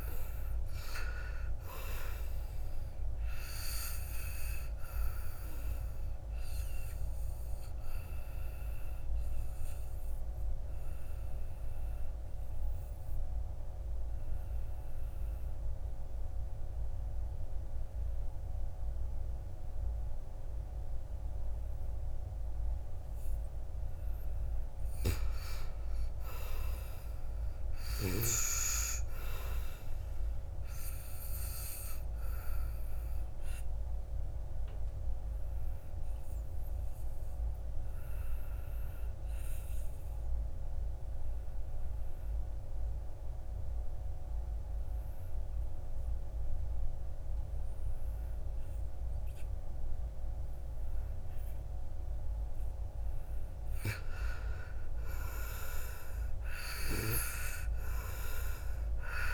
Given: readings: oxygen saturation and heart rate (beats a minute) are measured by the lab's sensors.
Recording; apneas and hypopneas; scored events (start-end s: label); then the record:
breathing in sleep by a room microphone; 2
0.00-17.00 s: oxygen desaturation (device-marked, oxygen 84% lowest, heart rate 54 extreme)
4.50-22.50 s: obstructive apnea (oxygen 96% before, 82% lowest, heart rate 64 before, 54 extreme, up 11 after)
24.50-27.50 s: arousal
32.00-49.00 s: oxygen desaturation (device-marked, oxygen 98% before, 87% lowest, heart rate 58 before, 56 extreme)
32.00-52.50 s: obstructive apnea (oxygen 98% before, 82% lowest, heart rate 58 before, 56 extreme, up 11 after)
51.00-59.34 s: oxygen desaturation (device-marked, oxygen 97% before, 82% lowest, heart rate 61 before, 54 extreme)
54.00-57.50 s: arousal
From the record:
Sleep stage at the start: N2 (light sleep); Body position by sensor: on the back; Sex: male